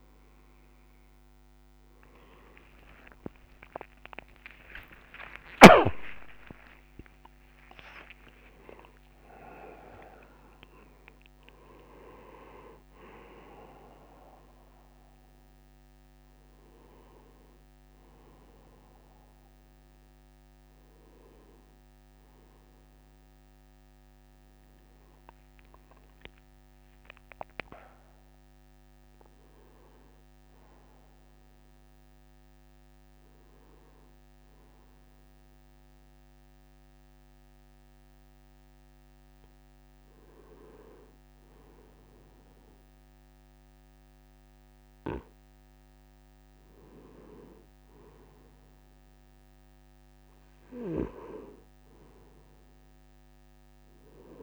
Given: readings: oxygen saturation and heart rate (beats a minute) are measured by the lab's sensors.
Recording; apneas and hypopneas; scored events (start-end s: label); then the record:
a person awake in a sleep study, by a microphone on the trachea; none
30.00-54.43 s: new sleep stage, N2 (light sleep)
From the record:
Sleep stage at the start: awake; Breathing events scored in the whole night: 237 in 4.0 hours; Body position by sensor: on the right side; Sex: male